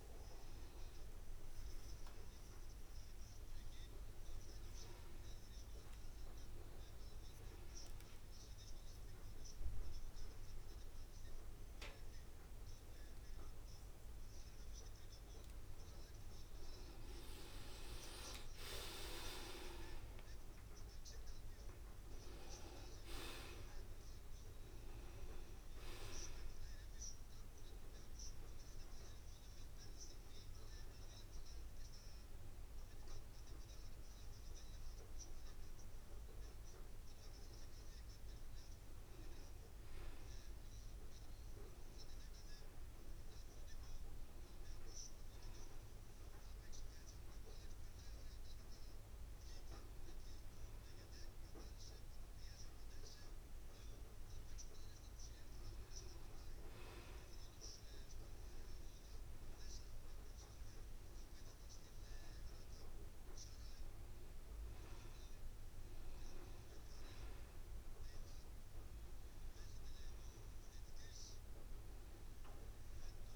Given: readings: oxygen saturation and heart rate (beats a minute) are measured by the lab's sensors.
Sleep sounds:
breathing in sleep by a room microphone; 1
1.50-3.50 s: long interval between heartbeats (device-marked, heart rate 76 before, 95 extreme)
20.50-23.00 s: arousal
28.00-38.50 s: hypopnea (oxygen 93% before, 92% lowest, heart rate 78 before, 73 extreme, up 2 after)
40.50-44.00 s: arousal
71.00-73.36 s: arousal
From the record:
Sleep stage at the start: N2 (light sleep); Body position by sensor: on the back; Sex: male

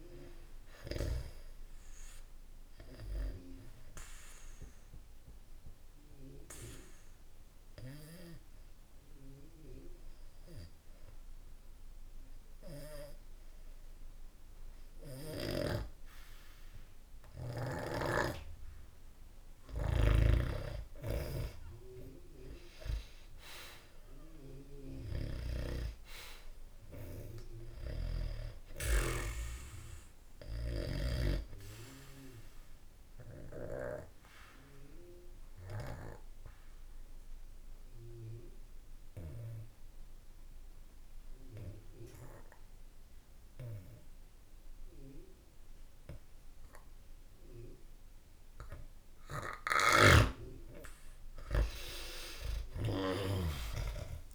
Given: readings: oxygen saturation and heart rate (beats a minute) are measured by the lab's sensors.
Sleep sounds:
breathing in sleep by a room microphone; 2
0.00-12.00 s: oxygen desaturation (device-marked, oxygen 91% lowest, heart rate 64 extreme)
1.50-19.00 s: obstructive apnea (oxygen 98% before, 89% lowest, heart rate 67 before, 64 extreme)
17.50-25.50 s: snoring (device-marked)
20.50-23.50 s: arousal
26.00-43.00 s: oxygen desaturation (device-marked, oxygen 97% before, 91% lowest, heart rate 66 before, 64 extreme)
27.50-31.00 s: snoring (device-marked)
30.00-49.50 s: obstructive apnea (oxygen 98% before, 89% lowest, heart rate 66 before, 64 extreme, up 3 after)
52.00-54.35 s: arousal
52.00-54.35 s: snoring (device-marked)
From the record:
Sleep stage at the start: N2 (light sleep); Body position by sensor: on the back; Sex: male

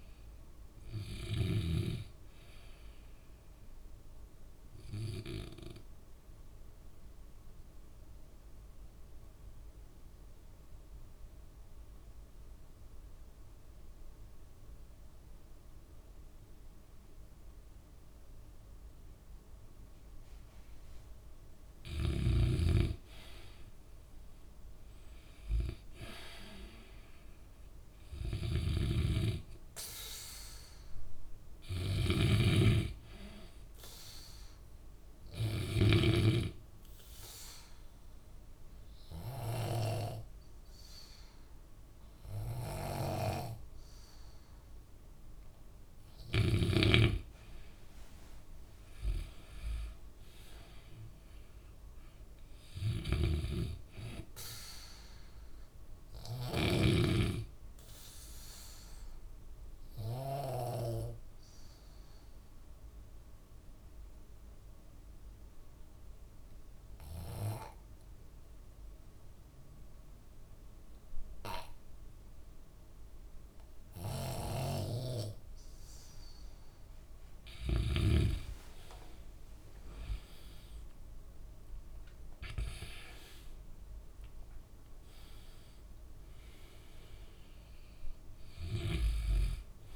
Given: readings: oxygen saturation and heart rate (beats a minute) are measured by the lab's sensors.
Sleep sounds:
breathing in sleep by a room microphone; 3
0.00-15.50 s: oxygen desaturation (device-marked, oxygen 88% lowest, heart rate 59 extreme)
5.50-21.50 s: mixed apnea (oxygen 96% before, 89% lowest, heart rate 67 before, 63 extreme, up 7 after)
22.50-36.50 s: snoring (device-marked)
23.50-26.00 s: arousal
26.50-42.50 s: oxygen desaturation (device-marked, oxygen 97% before, 91% lowest, heart rate 65 before, 64 extreme)
36.00-47.00 s: obstructive apnea (oxygen 97% before, 89% lowest, heart rate 67 before, 64 extreme, up 7 after)
51.00-54.00 s: arousal
53.00-57.00 s: snoring (device-marked)
58.50-76.00 s: obstructive apnea (oxygen 96% before, 89% lowest, heart rate 69 before, 58 extreme, up 9 after)
74.50-78.50 s: snoring (device-marked)
76.50-89.95 s: oxygen desaturation (device-marked, oxygen 96% before, 89% lowest, heart rate 67 before, 58 extreme)
79.00-82.00 s: arousal
From the record:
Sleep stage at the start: N2 (light sleep); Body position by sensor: on the back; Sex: male

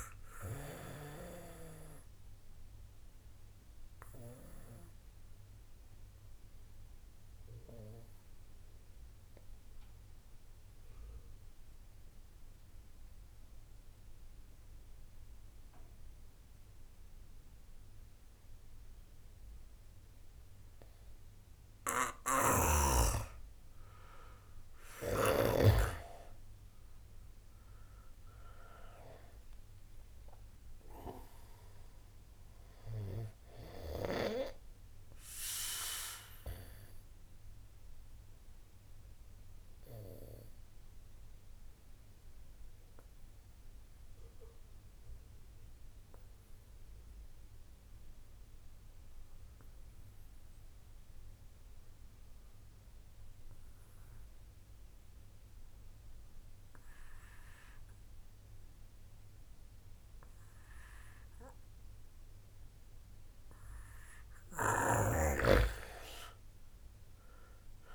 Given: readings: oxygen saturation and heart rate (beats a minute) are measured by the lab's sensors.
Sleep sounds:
breathing in sleep by a room microphone; 2
0.00-1.00 s: snoring (device-marked)
0.00-19.00 s: oxygen desaturation (device-marked, oxygen 88% lowest)
3.50-23.00 s: obstructive apnea (oxygen 97% before, 87% lowest)
22.50-26.00 s: snoring (device-marked)
26.00-51.00 s: oxygen desaturation (device-marked, oxygen 96% before, 89% lowest)
27.50-31.50 s: arousal
38.00-63.50 s: obstructive apnea (oxygen 96% before, 86% lowest)
64.00-67.95 s: oxygen desaturation (device-marked, oxygen 96% before, 86% lowest)
66.50-67.95 s: arousal
From the record:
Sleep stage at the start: N2 (light sleep); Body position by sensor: on the back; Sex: male

